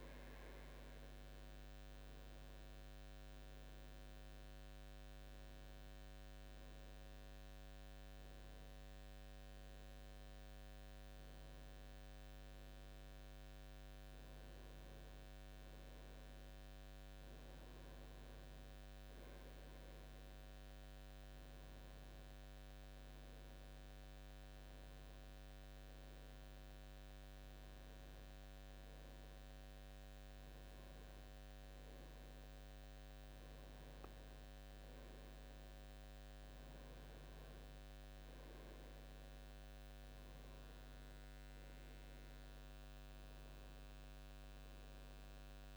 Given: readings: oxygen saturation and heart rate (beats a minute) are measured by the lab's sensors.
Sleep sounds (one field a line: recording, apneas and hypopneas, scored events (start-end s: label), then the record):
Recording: breathing in sleep, hard to hear, by a microphone on the trachea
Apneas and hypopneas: none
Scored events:
none scored
From the record:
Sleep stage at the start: N1 (lightest sleep)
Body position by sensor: on the right side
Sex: male